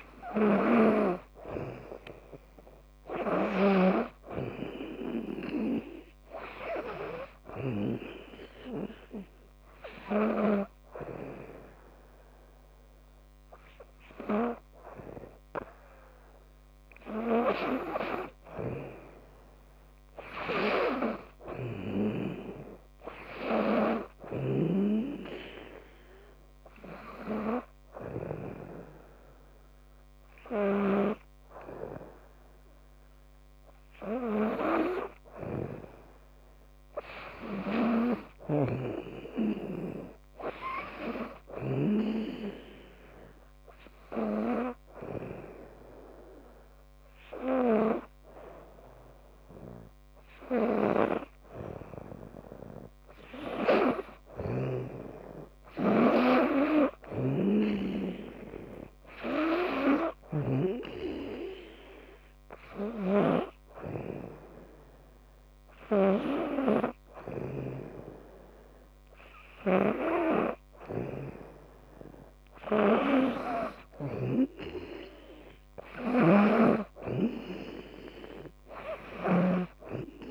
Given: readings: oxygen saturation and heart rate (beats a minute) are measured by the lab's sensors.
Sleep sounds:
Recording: breathing in sleep by a microphone on the trachea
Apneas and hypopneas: 1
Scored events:
0.00-3.50 s: snoring (device-marked)
21.00-24.50 s: snoring (device-marked)
35.00-41.50 s: snoring (device-marked)
43.00-53.00 s: hypopnea (oxygen 98% before, 96% lowest, heart rate 86 before, 83 extreme, up 6 after)
55.00-59.00 s: arousal
56.50-60.50 s: snoring (device-marked)
62.50-74.00 s: snoring (device-marked)
76.00-79.50 s: snoring (device-marked)
From the record:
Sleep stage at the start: N2 (light sleep)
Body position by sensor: on the back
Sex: female

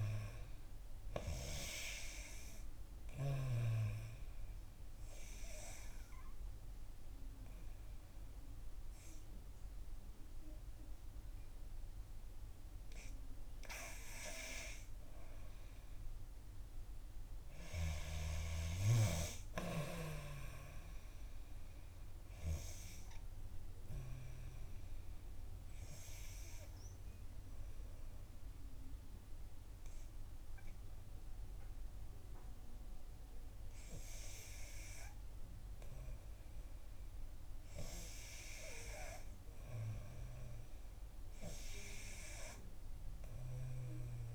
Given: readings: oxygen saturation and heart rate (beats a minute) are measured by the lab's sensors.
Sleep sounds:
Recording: breathing in sleep by a room microphone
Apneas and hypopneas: 2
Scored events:
4.00-14.00 s: obstructive apnea (oxygen 92% before, 89% lowest, heart rate 65 before, 60 extreme, up 3 after)
25.00-36.50 s: obstructive apnea (oxygen 92% before, 89% lowest, heart rate 65 before, 60 extreme, up 4 after)
37.00-39.00 s: long interval between heartbeats (device-marked, heart rate 63 before, 64 extreme)
From the record:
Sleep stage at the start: N3 (deep sleep)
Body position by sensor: on the back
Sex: female

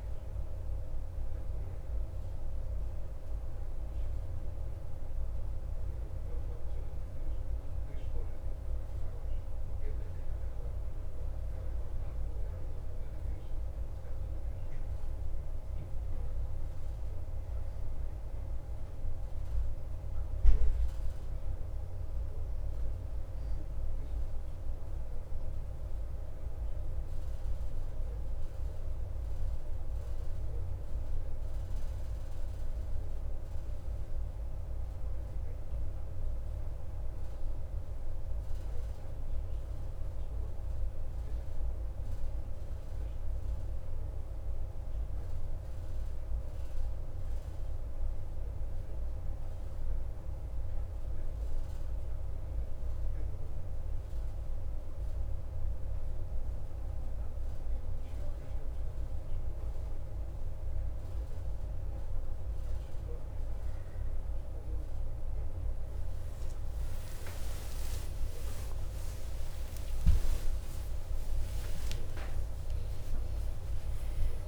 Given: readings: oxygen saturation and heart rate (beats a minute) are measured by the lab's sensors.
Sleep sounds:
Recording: breathing in sleep, hard to hear, by a room microphone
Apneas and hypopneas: 1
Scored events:
0.00-1.00 s: arousal
3.00-47.00 s: oxygen desaturation (device-marked, oxygen 98% before, 91% lowest, heart rate 54 before, 54 extreme)
31.00-35.00 s: arousal
35.50-58.00 s: central apnea (oxygen 96% before, 88% lowest, heart rate 58 before, 54 extreme, up 1 after)
66.00-74.47 s: tachycardia (device-marked, heart rate 61 before, 159 extreme)
66.50-71.50 s: arousal
From the record:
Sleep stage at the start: N1 (lightest sleep)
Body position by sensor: on the back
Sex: male

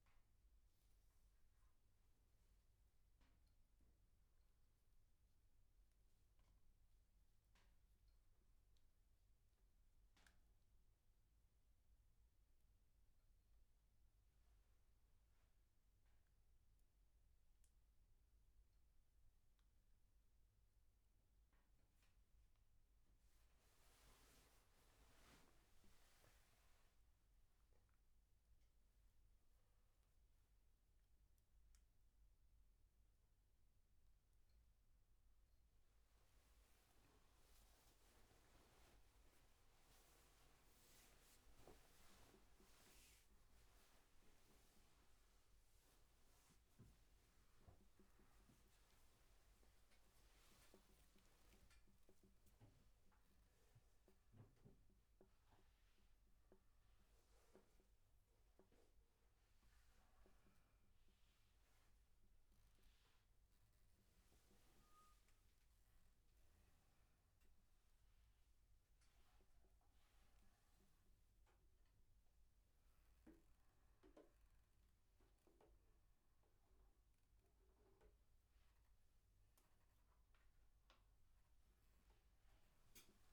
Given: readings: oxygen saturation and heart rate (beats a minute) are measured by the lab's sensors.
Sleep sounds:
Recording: a person awake in a sleep study, hard to hear, by a room microphone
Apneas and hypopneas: none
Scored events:
0.00-13.50 s: oxygen desaturation (device-marked, oxygen 91% lowest, heart rate 78 extreme)
34.50-42.50 s: tachycardia (device-marked, heart rate 77 before, 117 extreme)
40.00-42.00 s: long interval between heartbeats (device-marked, heart rate 90 before, 113 extreme)
46.50-83.33 s: tachycardia (device-marked, heart rate 78 before, 129 extreme)
50.00-52.00 s: long interval between heartbeats (device-marked, heart rate 101 before, 110 extreme)
52.00-54.00 s: long interval between heartbeats (device-marked, heart rate 103 before, 117 extreme)
From the record:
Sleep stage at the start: awake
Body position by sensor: on the back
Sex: male

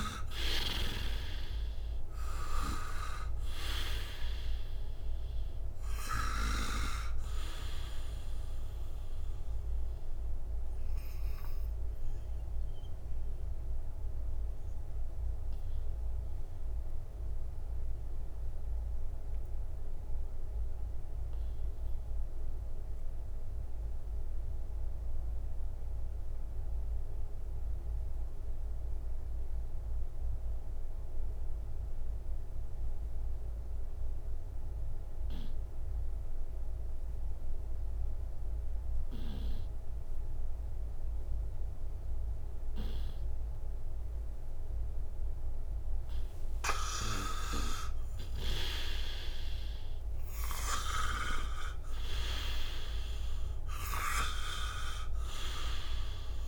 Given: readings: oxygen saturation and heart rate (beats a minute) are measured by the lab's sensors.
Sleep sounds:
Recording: breathing in sleep by a room microphone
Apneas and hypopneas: 1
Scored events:
0.00-28.50 s: oxygen desaturation (device-marked, oxygen 82% lowest, heart rate 58 extreme)
10.00-47.00 s: obstructive apnea (oxygen 96% before, 82% lowest, heart rate 68 before, 58 extreme, up 20 after)
44.50-56.48 s: oxygen desaturation (device-marked, oxygen 98% before, 86% lowest, heart rate 59 before, 57 extreme)
47.50-51.00 s: arousal
From the record:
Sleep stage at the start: N2 (light sleep)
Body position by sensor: on the right side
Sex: male

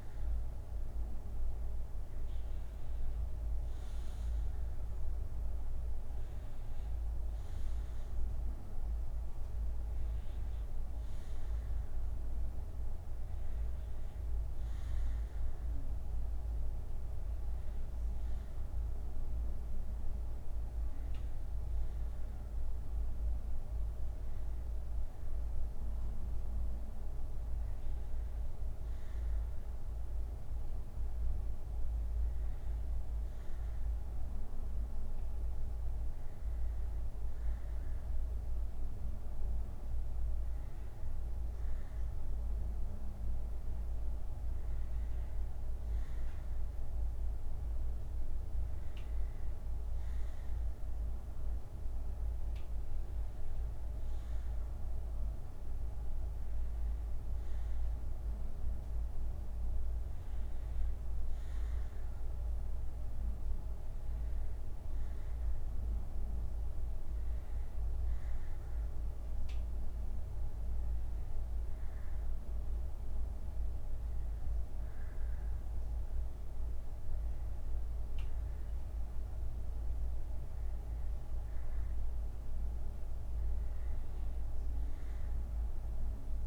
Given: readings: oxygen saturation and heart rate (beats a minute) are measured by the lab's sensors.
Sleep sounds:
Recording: breathing in sleep, hard to hear, by a room microphone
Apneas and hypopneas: none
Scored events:
1.50-18.50 s: oxygen desaturation (device-marked, oxygen 96% before, 92% lowest, heart rate 63 before, 55 extreme)
4.50-86.47 s: new sleep stage, N2 (light sleep)
8.50-10.50 s: bradycardia (device-marked, heart rate 71 before, 64 extreme)
From the record:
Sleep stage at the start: N1 (lightest sleep)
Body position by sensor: on the back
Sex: male

